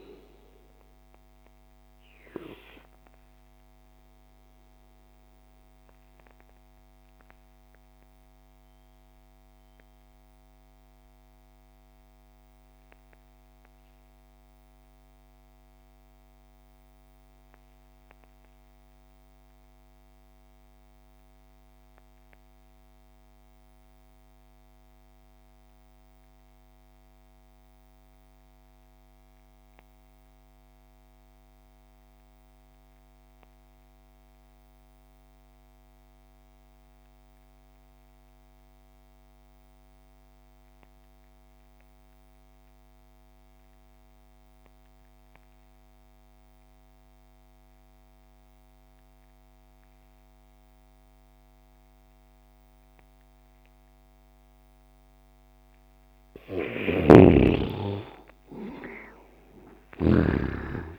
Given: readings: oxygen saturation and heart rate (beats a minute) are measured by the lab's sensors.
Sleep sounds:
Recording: breathing in sleep by a microphone on the trachea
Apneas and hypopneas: 1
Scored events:
0.00-17.00 s: oxygen desaturation (device-marked, oxygen 96% before, 87% lowest)
3.00-55.50 s: obstructive apnea (oxygen 97% before, 73% lowest)
36.00-60.99 s: oxygen desaturation (device-marked, oxygen 97% before, 73% lowest)
56.00-60.00 s: snoring (device-marked)
59.50-60.99 s: arousal
From the record:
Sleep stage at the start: REM sleep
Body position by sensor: on the left side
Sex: male

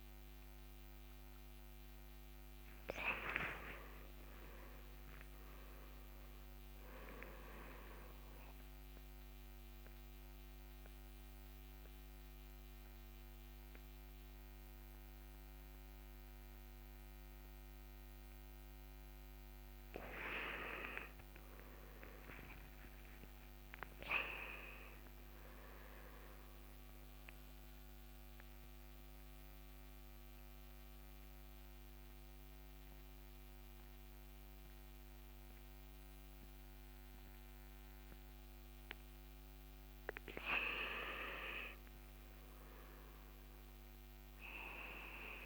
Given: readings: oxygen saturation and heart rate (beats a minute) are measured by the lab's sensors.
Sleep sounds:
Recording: a person partly awake in a sleep study, by a microphone on the trachea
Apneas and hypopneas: 2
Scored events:
1.00-31.00 s: new sleep stage, N1 (lightest sleep)
10.00-21.00 s: central apnea (oxygen 96% before, 94% lowest)
22.00-25.00 s: arousal
29.50-40.50 s: mixed apnea (oxygen 97% before, 96% lowest)
31.00-45.45 s: new sleep stage, N2 (light sleep)
43.50-45.45 s: arousal
From the record:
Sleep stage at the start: awake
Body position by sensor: on the right side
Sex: male

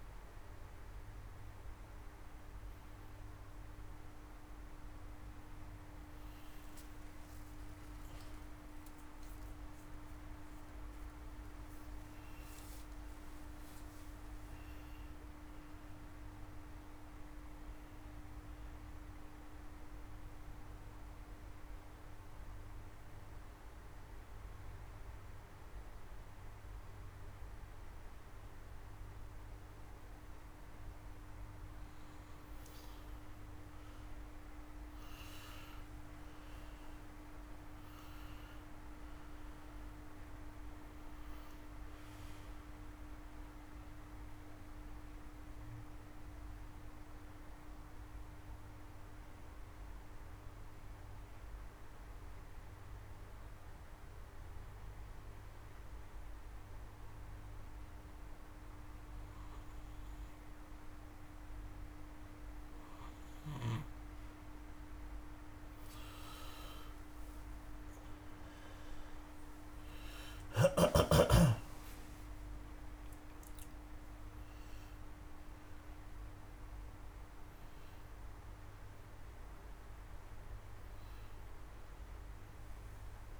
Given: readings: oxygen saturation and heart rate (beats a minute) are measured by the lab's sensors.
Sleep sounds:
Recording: breathing in sleep, hard to hear, by a room microphone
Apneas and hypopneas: 2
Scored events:
0.00-2.50 s: oxygen desaturation (device-marked, oxygen 89% lowest)
8.00-11.50 s: arousal
20.50-32.00 s: obstructive apnea (oxygen 91% before, 88% lowest)
34.50-39.00 s: arousal
36.50-53.50 s: oxygen desaturation (device-marked, oxygen 97% before, 88% lowest)
45.50-58.00 s: obstructive apnea (oxygen 99% before, 88% lowest)
61.50-73.50 s: oxygen desaturation (device-marked, oxygen 97% before, 91% lowest)
62.50-66.50 s: arousal
78.00-81.50 s: arousal
From the record:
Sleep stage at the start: N2 (light sleep)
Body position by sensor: on the back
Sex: male

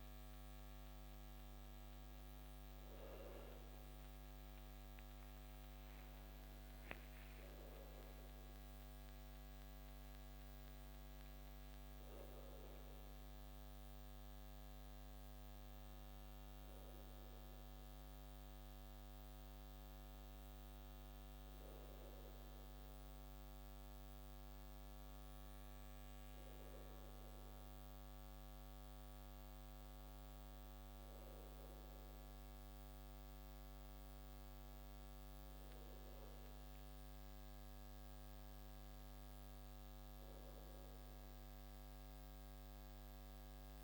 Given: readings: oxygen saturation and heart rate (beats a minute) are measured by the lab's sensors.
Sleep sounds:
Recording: a person partly awake in a sleep study, hard to hear, by a microphone on the trachea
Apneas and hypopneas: none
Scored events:
2.50-43.84 s: new sleep stage, N2 (light sleep)
From the record:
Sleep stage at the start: awake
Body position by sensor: on the right side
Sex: male

